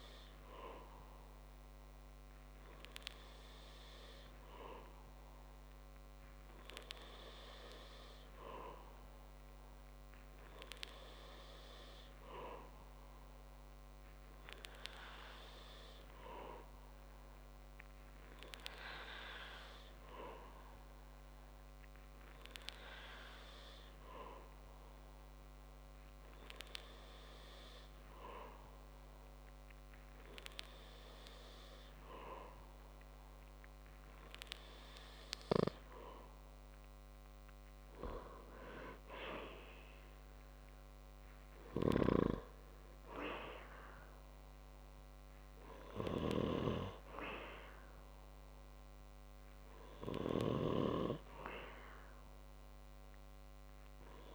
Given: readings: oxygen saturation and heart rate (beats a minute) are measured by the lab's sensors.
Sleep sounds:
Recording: breathing in sleep by a microphone on the trachea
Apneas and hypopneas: none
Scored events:
none scored
From the record:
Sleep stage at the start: N3 (deep sleep)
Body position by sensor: on the back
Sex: male

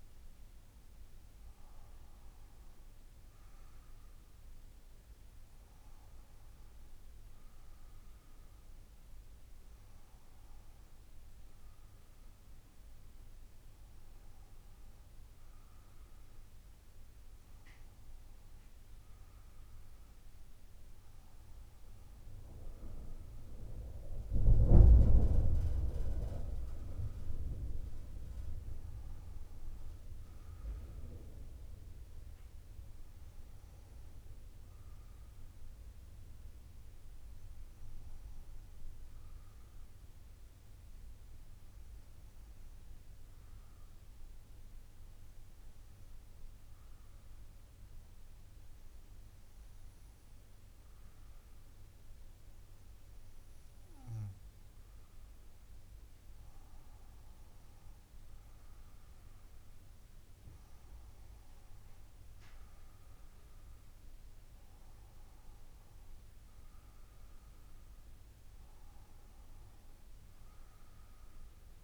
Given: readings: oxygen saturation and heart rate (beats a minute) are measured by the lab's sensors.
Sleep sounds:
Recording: breathing in sleep by a room microphone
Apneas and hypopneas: 1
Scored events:
0.00-6.00 s: oxygen desaturation (device-marked, oxygen 93% lowest, heart rate 63 extreme)
30.50-34.00 s: arousal
36.50-54.00 s: hypopnea (oxygen 97% before, 95% lowest, heart rate 64 before, 58 extreme, up 6 after)
56.00-61.50 s: arousal
From the record:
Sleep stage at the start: N2 (light sleep)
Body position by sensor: on the back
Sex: female

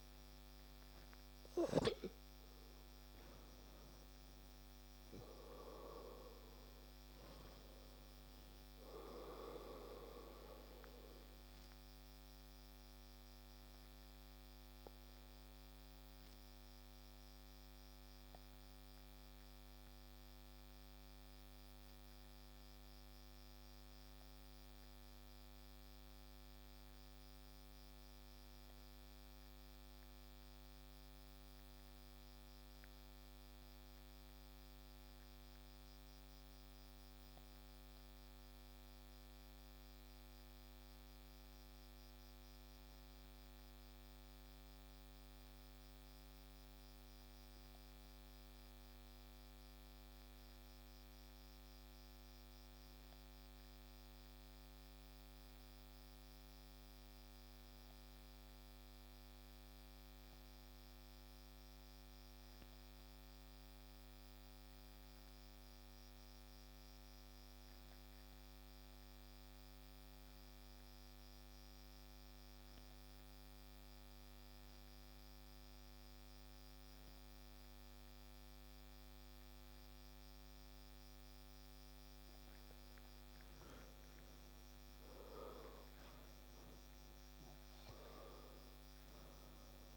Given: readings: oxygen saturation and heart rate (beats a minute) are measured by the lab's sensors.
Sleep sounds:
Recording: breathing in sleep by a microphone on the trachea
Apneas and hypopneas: 1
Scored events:
0.00-8.00 s: oxygen desaturation (device-marked, oxygen 92% lowest)
10.50-83.00 s: obstructive apnea (oxygen 97% before, 86% lowest)
20.00-37.00 s: oxygen desaturation (device-marked, oxygen 93% before, 88% lowest)
65.00-89.97 s: oxygen desaturation (device-marked, oxygen 97% before, 88% lowest)
85.50-89.50 s: arousal
From the record:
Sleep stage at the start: N2 (light sleep)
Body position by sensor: on the back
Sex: male

